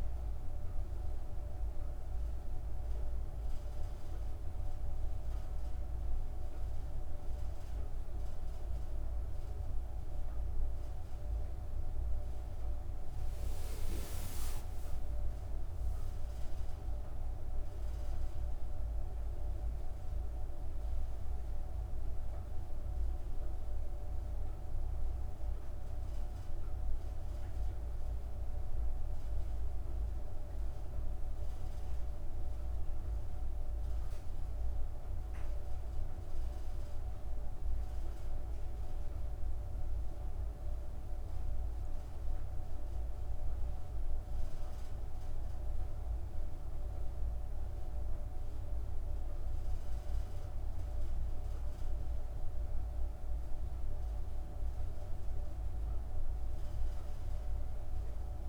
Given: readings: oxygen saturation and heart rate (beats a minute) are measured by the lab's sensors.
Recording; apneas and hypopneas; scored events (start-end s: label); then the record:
breathing in sleep, hard to hear, by a room microphone; 1
32.00-48.00 s: mixed apnea (oxygen 98% before, 94% lowest)
50.50-55.00 s: arousal
51.00-58.49 s: oxygen desaturation (device-marked, oxygen 97% before, 94% lowest)
From the record:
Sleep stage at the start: N2 (light sleep); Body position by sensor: on the back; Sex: female